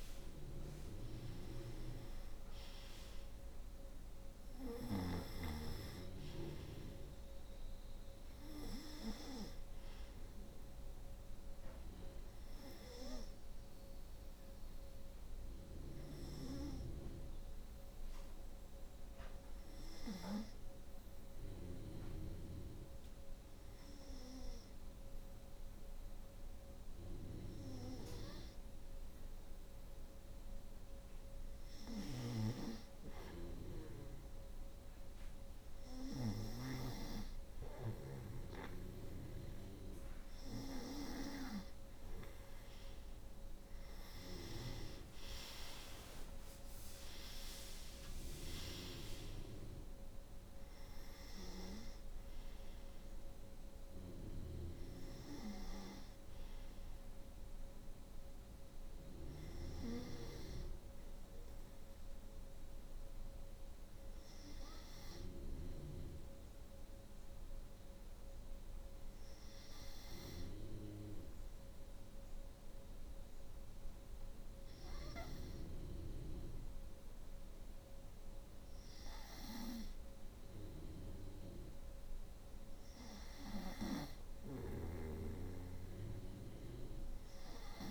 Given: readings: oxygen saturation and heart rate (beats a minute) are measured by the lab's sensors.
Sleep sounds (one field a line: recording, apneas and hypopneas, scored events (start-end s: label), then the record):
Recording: breathing in sleep by a room microphone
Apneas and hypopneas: 2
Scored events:
10.00-21.00 s: oxygen desaturation (device-marked, oxygen 95% before, 91% lowest, heart rate 68 before, 67 extreme)
14.50-30.50 s: hypopnea (oxygen 95% before, 91% lowest, heart rate 69 before, 67 extreme, up 1 after)
31.00-40.50 s: snoring (device-marked)
33.00-37.50 s: arousal
66.50-82.50 s: hypopnea (oxygen 93% before, 90% lowest, heart rate 66 before, 65 extreme, up 0 after)
82.50-87.91 s: snoring (device-marked)
84.00-87.50 s: arousal
From the record:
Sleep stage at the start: N2 (light sleep)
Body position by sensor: on the right side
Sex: female